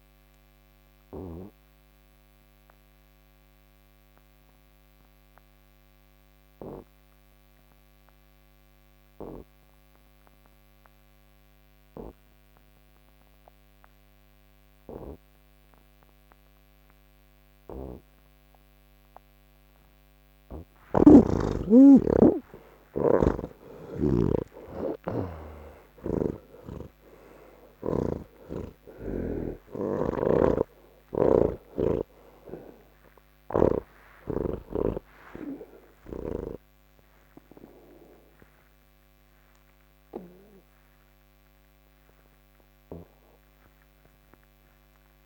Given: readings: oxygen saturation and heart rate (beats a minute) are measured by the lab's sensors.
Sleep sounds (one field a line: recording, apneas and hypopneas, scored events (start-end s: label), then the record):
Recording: breathing in sleep by a microphone on the trachea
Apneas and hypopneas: none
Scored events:
0.00-13.00 s: oxygen desaturation (device-marked, oxygen 88% before, 81% lowest, heart rate 75 before, 70 extreme)
20.50-28.00 s: snoring (device-marked)
30.00-33.50 s: snoring (device-marked)
33.00-41.00 s: oxygen desaturation (device-marked, oxygen 85% before, 81% lowest, heart rate 90 before, 31 extreme)
From the record:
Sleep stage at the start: N3 (deep sleep)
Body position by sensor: on the back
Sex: male